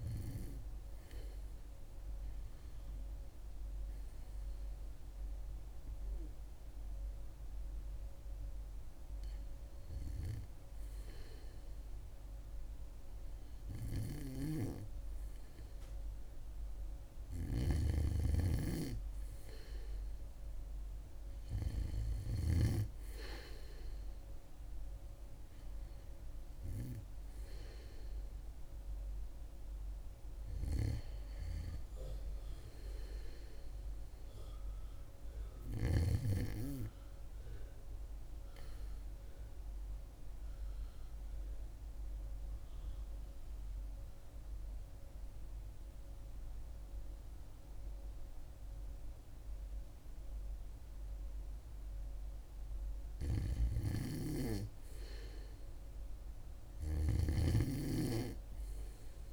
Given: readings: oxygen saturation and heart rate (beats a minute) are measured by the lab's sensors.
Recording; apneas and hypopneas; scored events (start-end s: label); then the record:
breathing in sleep by a room microphone; 1
17.00-22.50 s: snoring (device-marked)
24.50-28.50 s: arousal
39.50-52.50 s: obstructive apnea (oxygen 99% before, 91% lowest, heart rate 70 before, 66 extreme, up 2 after)
54.50-58.50 s: arousal
From the record:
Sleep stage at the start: REM sleep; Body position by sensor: on the back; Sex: female